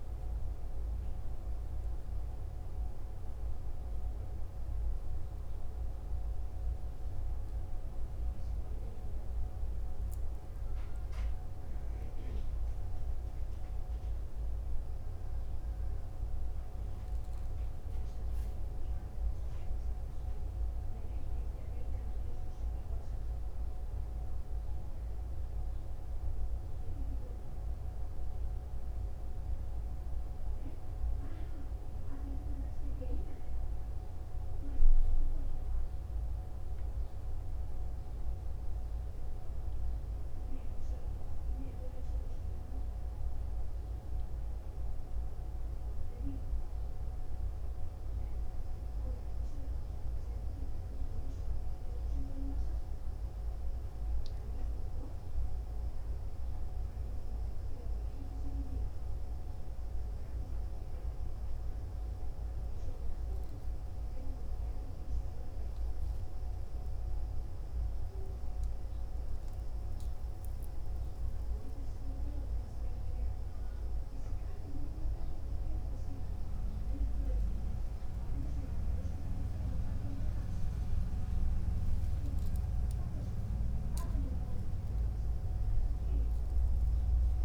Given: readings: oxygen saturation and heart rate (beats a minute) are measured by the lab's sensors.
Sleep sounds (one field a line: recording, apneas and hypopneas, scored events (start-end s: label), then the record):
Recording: a person awake in a sleep study, hard to hear, by a room microphone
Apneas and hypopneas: none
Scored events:
none scored
From the record:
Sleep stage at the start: awake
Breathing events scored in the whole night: 218 in 2.9 hours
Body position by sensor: on the back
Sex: male